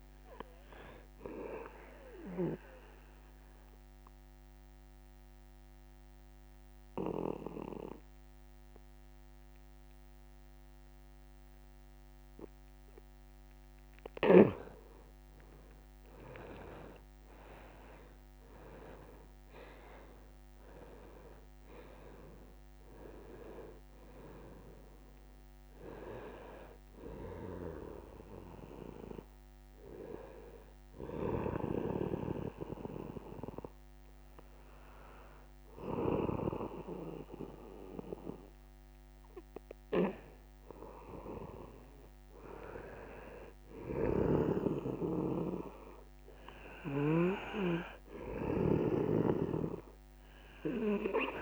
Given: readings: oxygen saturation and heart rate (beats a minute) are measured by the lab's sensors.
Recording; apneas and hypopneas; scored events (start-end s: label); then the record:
breathing in sleep by a microphone on the trachea; 2
0.00-14.50 s: oxygen desaturation (device-marked, oxygen 88% lowest, heart rate 38 extreme)
1.50-13.50 s: obstructive apnea (oxygen 95% before, 87% lowest, heart rate 156 before, 38 extreme)
12.50-15.50 s: bradycardia (device-marked, heart rate 128 before, 62 extreme)
16.50-21.00 s: arousal
22.50-42.50 s: oxygen desaturation (device-marked, oxygen 96% before, 87% lowest, heart rate 106 before, 47 extreme)
31.00-42.00 s: obstructive apnea (oxygen 96% before, 87% lowest, heart rate 95 before, 47 extreme, up 42 after)
43.50-46.50 s: bradycardia (device-marked, heart rate 126 before, 79 extreme)
44.50-47.50 s: arousal
From the record:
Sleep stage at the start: N2 (light sleep); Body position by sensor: on the right side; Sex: male